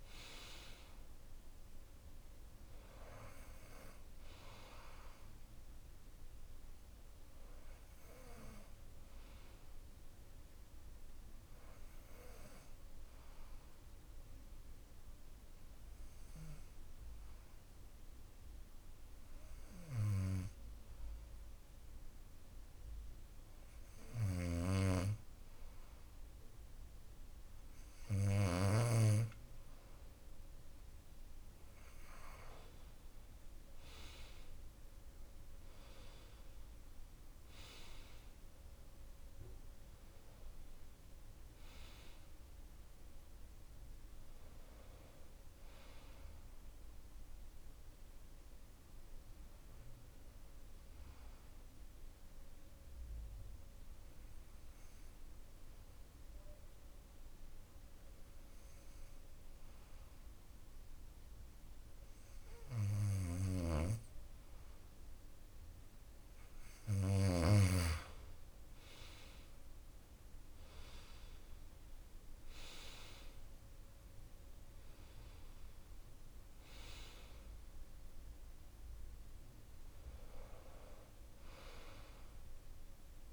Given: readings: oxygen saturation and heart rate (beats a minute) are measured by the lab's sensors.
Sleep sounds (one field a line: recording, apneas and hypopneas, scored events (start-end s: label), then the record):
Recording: breathing in sleep by a room microphone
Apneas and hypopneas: 2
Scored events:
0.50-19.50 s: oxygen desaturation (device-marked, oxygen 96% before, 92% lowest)
13.00-30.00 s: hypopnea (oxygen 96% before, 92% lowest)
32.00-36.00 s: arousal
51.50-63.50 s: obstructive apnea (oxygen 95% before, 92% lowest)
66.50-70.00 s: arousal
From the record:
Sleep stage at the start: N2 (light sleep)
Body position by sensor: on the back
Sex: male